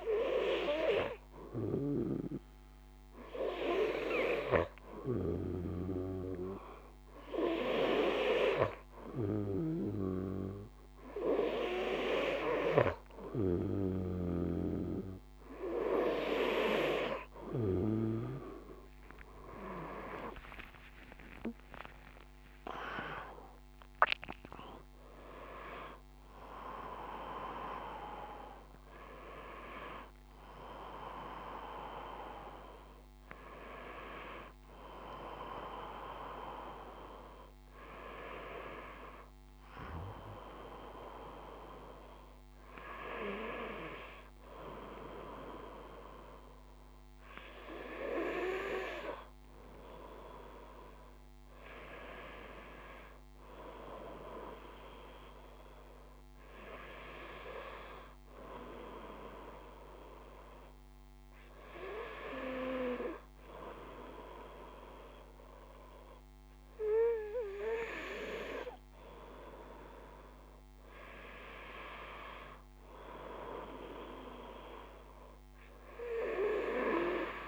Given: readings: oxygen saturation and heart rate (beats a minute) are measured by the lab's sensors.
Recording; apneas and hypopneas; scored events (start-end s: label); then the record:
breathing in sleep by a microphone on the trachea; none
17.00-23.00 s: tachycardia (device-marked, heart rate 52 before, 129 extreme)
19.00-25.50 s: arousal
From the record:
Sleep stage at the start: N2 (light sleep); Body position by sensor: on the back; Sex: male